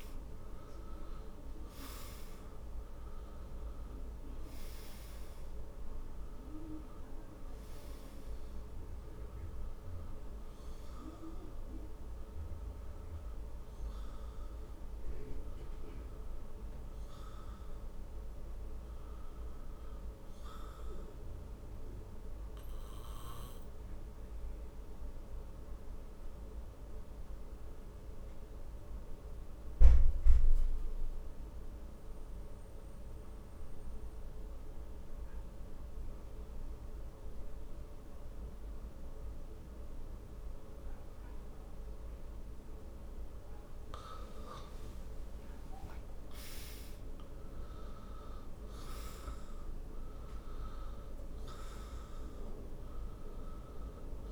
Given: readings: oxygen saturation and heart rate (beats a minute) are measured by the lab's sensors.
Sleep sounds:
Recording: breathing in sleep, hard to hear, by a room microphone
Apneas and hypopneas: 1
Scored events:
0.00-1.50 s: arousal
0.00-33.00 s: oxygen desaturation (device-marked, oxygen 83% lowest, heart rate 55 extreme)
20.50-45.50 s: obstructive apnea (oxygen 95% before, 83% lowest, heart rate 71 before, 51 extreme, up 14 after)
46.50-50.00 s: arousal
51.00-54.32 s: oxygen desaturation (device-marked, oxygen 98% before, 88% lowest, heart rate 61 before, 51 extreme)
From the record:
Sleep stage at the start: N2 (light sleep)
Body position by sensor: on the back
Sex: male

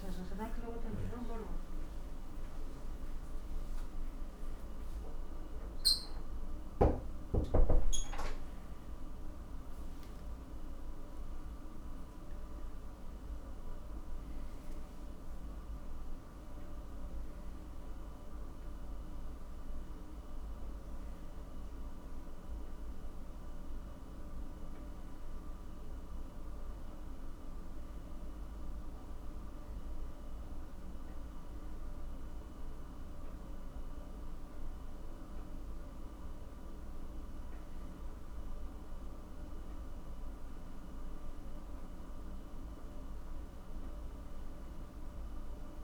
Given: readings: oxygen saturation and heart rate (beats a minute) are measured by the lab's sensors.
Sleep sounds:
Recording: a person awake in a sleep study, by a room microphone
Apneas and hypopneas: none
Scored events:
none scored
From the record:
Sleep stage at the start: awake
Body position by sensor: on the back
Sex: male

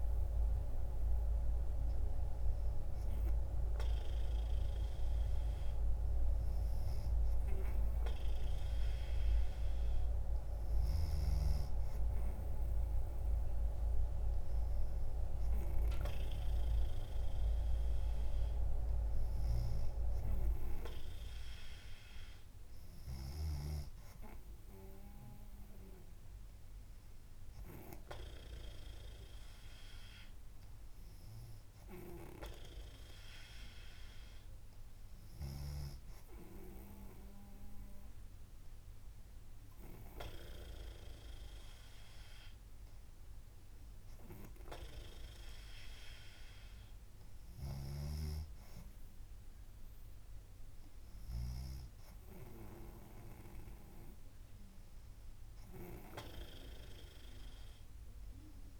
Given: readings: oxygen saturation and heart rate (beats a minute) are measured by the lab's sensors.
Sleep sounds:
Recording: breathing in sleep by a room microphone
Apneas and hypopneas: none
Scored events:
none scored
From the record:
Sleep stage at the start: N3 (deep sleep)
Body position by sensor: on the back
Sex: female

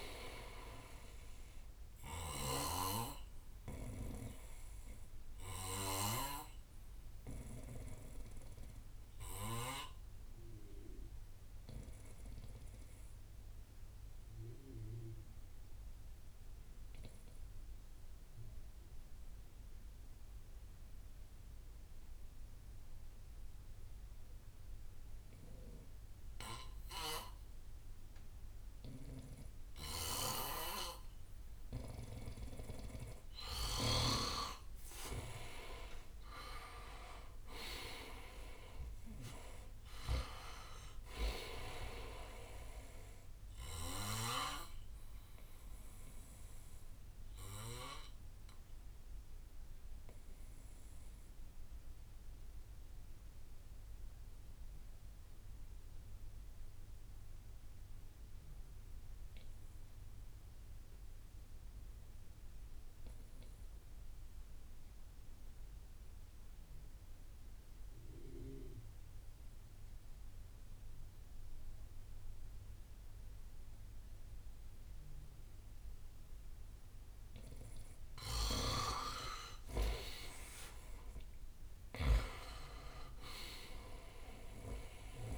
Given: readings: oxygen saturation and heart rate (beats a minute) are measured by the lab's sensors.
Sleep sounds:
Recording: breathing in sleep by a room microphone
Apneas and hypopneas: 2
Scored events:
0.00-15.50 s: oxygen desaturation (device-marked, oxygen 90% lowest, heart rate 57 extreme)
2.50-4.50 s: bradycardia (device-marked, heart rate 64 before, 63 extreme)
5.50-16.50 s: bradycardia (device-marked, heart rate 64 before, 57 extreme)
6.50-32.00 s: obstructive apnea (oxygen 100% before, 86% lowest, heart rate 66 before, 54 extreme, up 18 after)
18.50-20.50 s: bradycardia (device-marked, heart rate 64 before, 59 extreme)
21.50-27.50 s: bradycardia (device-marked, heart rate 64 before, 57 extreme)
30.50-56.50 s: oxygen desaturation (device-marked, oxygen 98% before, 88% lowest, heart rate 59 before, 54 extreme)
34.50-47.50 s: drop in pulse transit time (device-marked, heart rate 59 before, 56 extreme)
36.00-40.00 s: arousal
42.50-54.50 s: bradycardia (device-marked, heart rate 64 before, 54 extreme)
45.50-77.50 s: obstructive apnea (oxygen 98% before, 86% lowest, heart rate 65 before, 55 extreme, up 17 after)
67.50-85.38 s: oxygen desaturation (device-marked, oxygen 99% before, 86% lowest, heart rate 58 before, 58 extreme)
71.50-73.50 s: bradycardia (device-marked, heart rate 64 before, 61 extreme)
79.50-84.00 s: arousal
80.50-85.38 s: drop in pulse transit time (device-marked, heart rate 61 before, 64 extreme)
From the record:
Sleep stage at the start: N2 (light sleep)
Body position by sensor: on the back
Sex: male

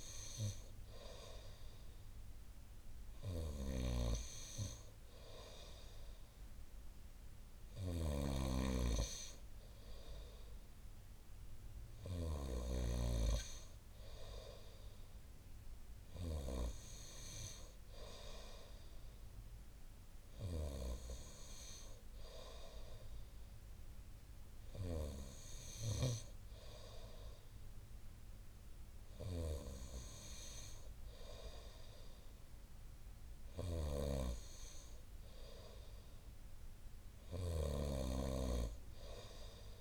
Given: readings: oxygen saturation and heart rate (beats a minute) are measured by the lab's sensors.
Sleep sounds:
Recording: breathing in sleep by a room microphone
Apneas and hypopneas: none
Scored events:
3.50-13.00 s: snoring (device-marked)
37.50-39.81 s: snoring (device-marked)
From the record:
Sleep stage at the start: N2 (light sleep)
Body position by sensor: on the front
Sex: male

